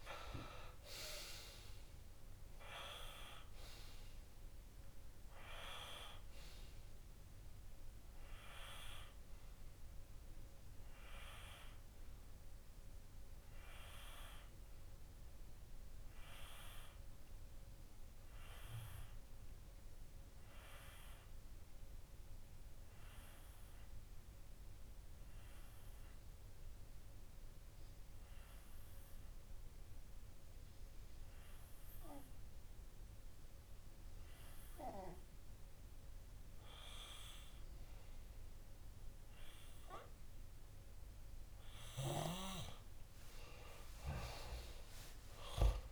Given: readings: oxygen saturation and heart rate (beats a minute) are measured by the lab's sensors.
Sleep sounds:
breathing in sleep by a room microphone; 1
0.00-2.50 s: oxygen desaturation (device-marked, oxygen 94% lowest)
15.50-36.50 s: obstructive apnea (oxygen 97% before, 96% lowest)
43.00-45.91 s: arousal
From the record:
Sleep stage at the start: N2 (light sleep); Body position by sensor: on the left side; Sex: male

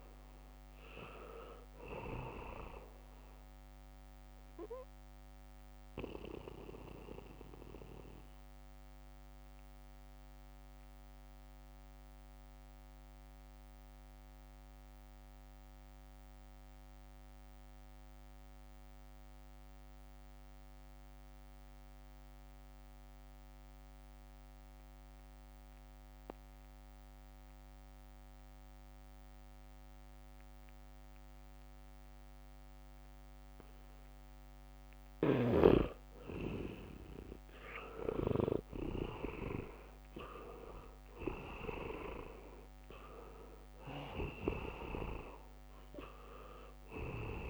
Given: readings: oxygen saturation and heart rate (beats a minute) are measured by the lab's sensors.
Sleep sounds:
breathing in sleep by a microphone on the trachea; 1
0.00-21.50 s: oxygen desaturation (device-marked, oxygen 80% lowest, heart rate 62 extreme)
6.00-34.50 s: mixed apnea (oxygen 99% before, 80% lowest, heart rate 68 before, 62 extreme, up 3 after)
29.00-32.50 s: leg movement (device-marked)
29.50-47.50 s: oxygen desaturation (device-marked, oxygen 99% before, 80% lowest, heart rate 71 before, 62 extreme)
38.50-43.00 s: arousal
From the record:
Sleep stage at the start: N2 (light sleep); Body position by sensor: on the back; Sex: male

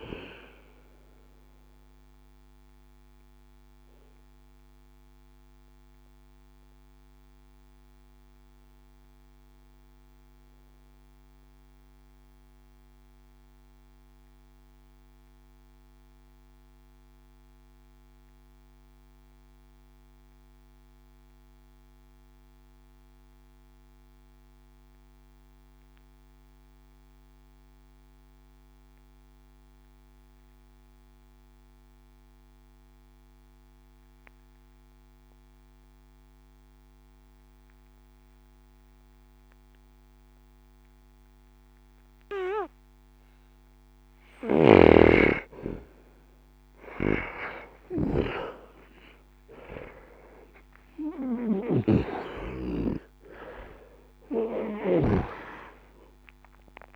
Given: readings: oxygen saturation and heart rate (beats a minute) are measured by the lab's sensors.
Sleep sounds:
a person partly awake in a sleep study, by a microphone on the trachea; 1
0.00-18.50 s: oxygen desaturation (device-marked, oxygen 80% lowest, heart rate 52 extreme)
1.00-44.50 s: mixed apnea (oxygen 96% before, 80% lowest, heart rate 91 before, 59 extreme, up 59 after)
25.50-27.50 s: bradycardia (device-marked, heart rate 77 before, 63 extreme)
38.50-56.95 s: new sleep stage, awake
38.50-56.95 s: oxygen desaturation (device-marked, oxygen 99% before, 81% lowest, heart rate 61 before, 60 extreme)
From the record:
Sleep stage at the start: N2 (light sleep); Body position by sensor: on the back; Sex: male

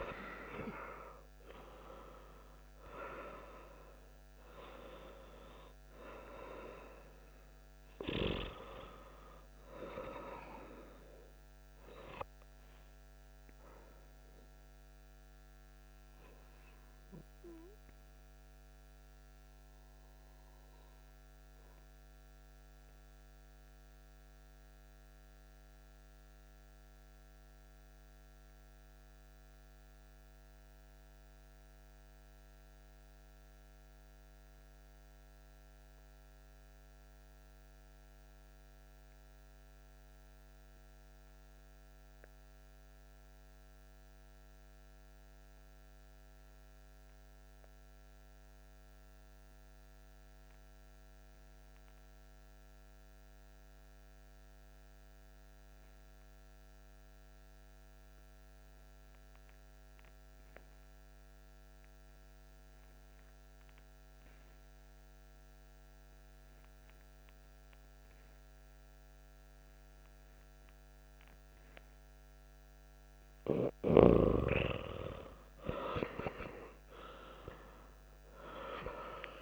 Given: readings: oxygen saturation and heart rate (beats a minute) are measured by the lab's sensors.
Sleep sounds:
breathing in sleep by a microphone on the trachea; 1
0.00-16.50 s: oxygen desaturation (device-marked, oxygen 87% lowest)
18.50-71.50 s: mixed apnea (oxygen 98% before, 86% lowest)
47.50-79.42 s: oxygen desaturation (device-marked, oxygen 98% before, 86% lowest)
74.50-79.42 s: arousal
From the record:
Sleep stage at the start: N2 (light sleep); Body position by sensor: on the back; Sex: male

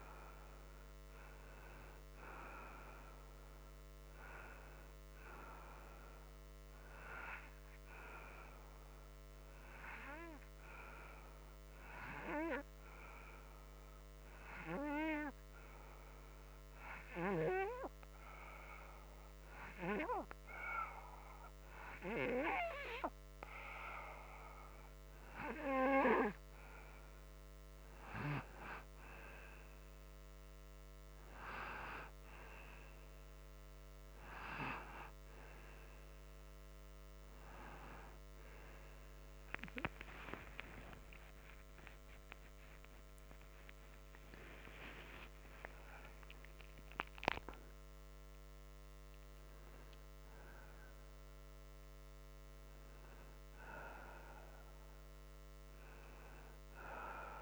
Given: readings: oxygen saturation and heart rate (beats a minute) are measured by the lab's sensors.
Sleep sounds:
breathing in sleep by a microphone on the trachea; 1
4.50-8.00 s: arousal
10.50-26.50 s: hypopnea (oxygen 92% before, 87% lowest)
40.50-44.50 s: arousal
From the record:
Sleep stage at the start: N2 (light sleep); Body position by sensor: upright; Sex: male

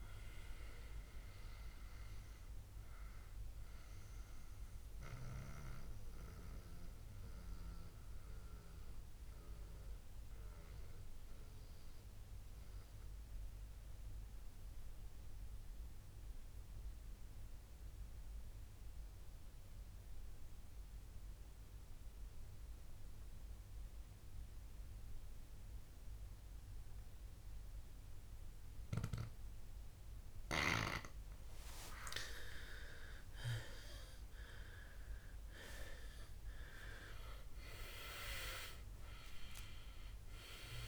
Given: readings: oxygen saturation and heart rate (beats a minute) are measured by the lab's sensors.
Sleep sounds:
breathing in sleep by a room microphone; 1
0.00-16.50 s: oxygen desaturation (device-marked, oxygen 92% lowest, heart rate 58 extreme)
4.00-31.00 s: mixed apnea (oxygen 98% before, 92% lowest, heart rate 72 before, 58 extreme, up 18 after)
32.50-36.00 s: arousal
32.50-40.87 s: oxygen desaturation (device-marked, oxygen 98% before, 92% lowest, heart rate 60 before, 57 extreme)
From the record:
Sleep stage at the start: N2 (light sleep); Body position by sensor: on the back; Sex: male

